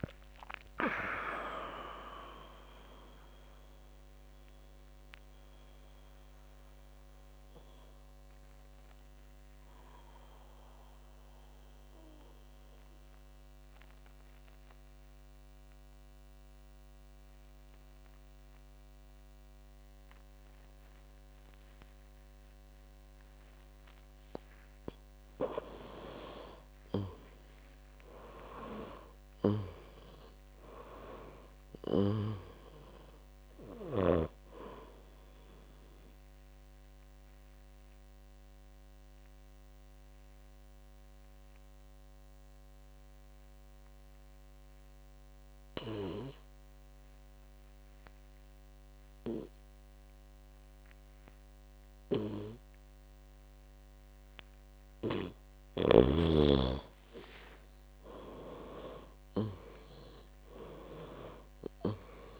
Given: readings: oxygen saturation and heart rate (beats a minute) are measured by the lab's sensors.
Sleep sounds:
breathing in sleep by a microphone on the trachea; 2
4.00-20.00 s: oxygen desaturation (device-marked, oxygen 95% before, 91% lowest, heart rate 97 before, 57 extreme)
13.50-26.00 s: obstructive apnea (oxygen 97% before, 91% lowest, heart rate 93 before, 55 extreme, up 19 after)
28.50-32.50 s: arousal
35.00-49.00 s: oxygen desaturation (device-marked, oxygen 99% before, 94% lowest, heart rate 73 before, 55 extreme)
38.00-56.50 s: obstructive apnea (oxygen 99% before, 92% lowest, heart rate 73 before, 54 extreme, up 34 after)
57.50-62.00 s: arousal
From the record:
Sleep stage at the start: N2 (light sleep); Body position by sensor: on the back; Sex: female

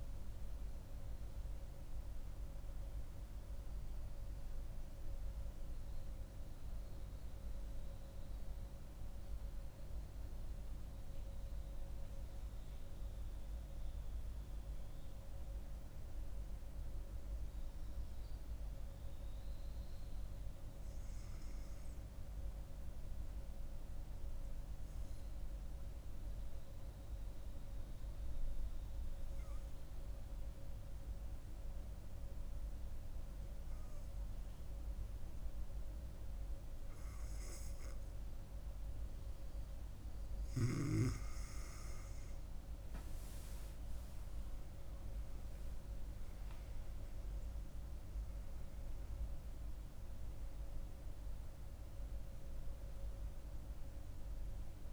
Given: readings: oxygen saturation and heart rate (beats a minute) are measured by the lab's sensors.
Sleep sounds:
breathing in sleep, hard to hear, by a room microphone; 1
0.00-8.50 s: oxygen desaturation (device-marked, oxygen 91% lowest, heart rate 66 extreme)
11.50-39.00 s: hypopnea (oxygen 98% before, 91% lowest, heart rate 77 before, 66 extreme, up 8 after)
29.50-54.93 s: oxygen desaturation (device-marked, oxygen 99% before, 91% lowest, heart rate 70 before, 67 extreme)
42.00-46.00 s: arousal
From the record:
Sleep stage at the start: N2 (light sleep); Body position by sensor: on the back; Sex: female

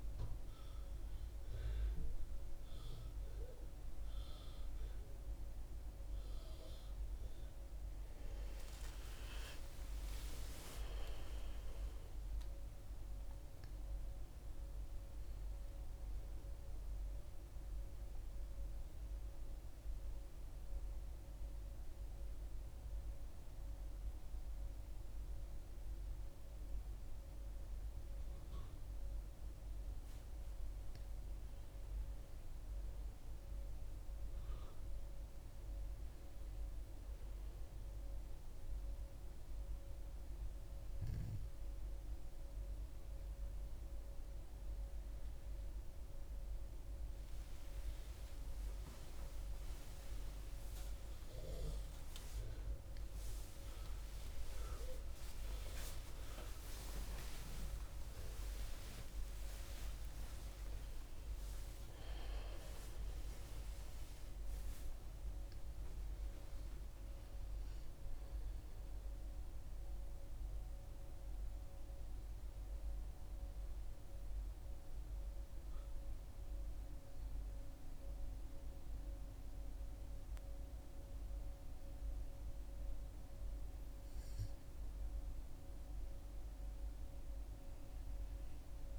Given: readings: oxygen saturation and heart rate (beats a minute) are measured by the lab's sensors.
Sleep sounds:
a person partly awake in a sleep study, by a room microphone; 1
10.50-14.50 s: arousal
16.50-29.50 s: central apnea (oxygen 99% before, 97% lowest, heart rate 77 before, 62 extreme, up 11 after)
31.00-35.00 s: arousal
50.50-88.99 s: new sleep stage, awake
From the record:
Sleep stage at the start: N2 (light sleep); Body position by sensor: on the back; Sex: female

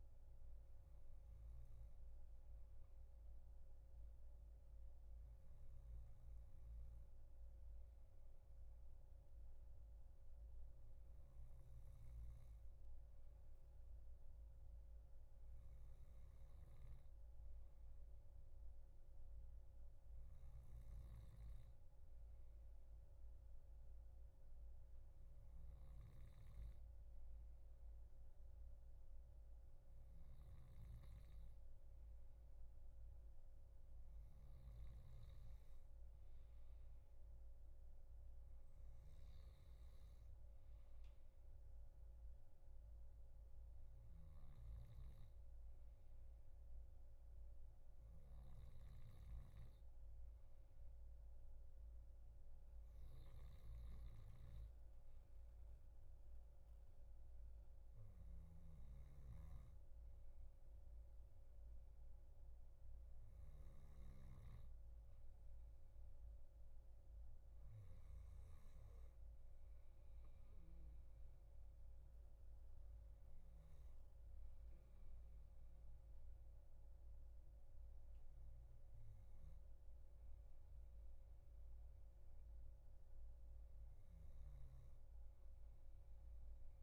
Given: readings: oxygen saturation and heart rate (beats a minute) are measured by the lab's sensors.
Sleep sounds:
breathing in sleep, hard to hear, by a room microphone; none
none scored
From the record:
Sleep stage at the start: N2 (light sleep); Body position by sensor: on the back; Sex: male

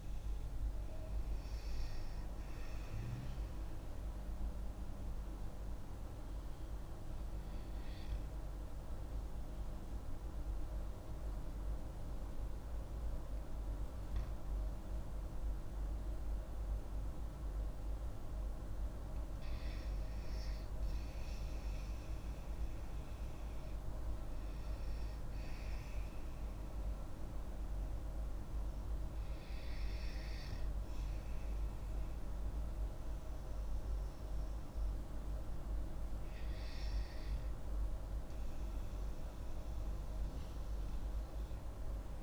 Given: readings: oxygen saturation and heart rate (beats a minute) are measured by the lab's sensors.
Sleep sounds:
breathing in sleep, hard to hear, by a room microphone; 1
4.00-15.00 s: oxygen desaturation (device-marked, oxygen 95% before, 90% lowest)
5.50-19.00 s: obstructive apnea (oxygen 95% before, 90% lowest)
21.00-25.00 s: arousal
From the record:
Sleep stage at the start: REM sleep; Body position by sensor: on the back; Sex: female

